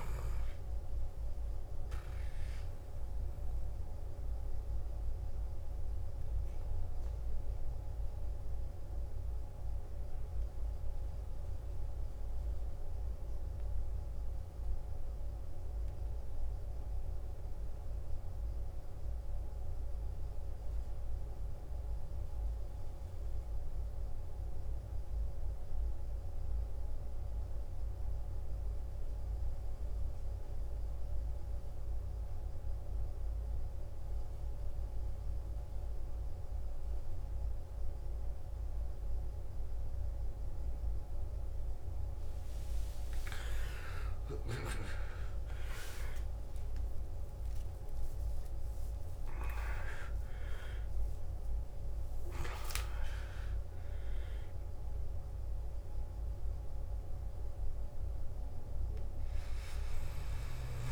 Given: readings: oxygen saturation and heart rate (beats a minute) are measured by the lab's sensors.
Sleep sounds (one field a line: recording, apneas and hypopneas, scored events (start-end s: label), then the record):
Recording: breathing in sleep by a room microphone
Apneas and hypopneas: 1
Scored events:
0.00-11.00 s: oxygen desaturation (device-marked, oxygen 88% lowest, heart rate 53 extreme)
4.50-42.50 s: mixed apnea (oxygen 95% before, 86% lowest, heart rate 66 before, 53 extreme, up 15 after)
29.00-60.92 s: oxygen desaturation (device-marked, oxygen 98% before, 86% lowest, heart rate 55 before, 55 extreme)
43.00-47.50 s: arousal
From the record:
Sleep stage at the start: N2 (light sleep)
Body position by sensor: on the back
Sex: male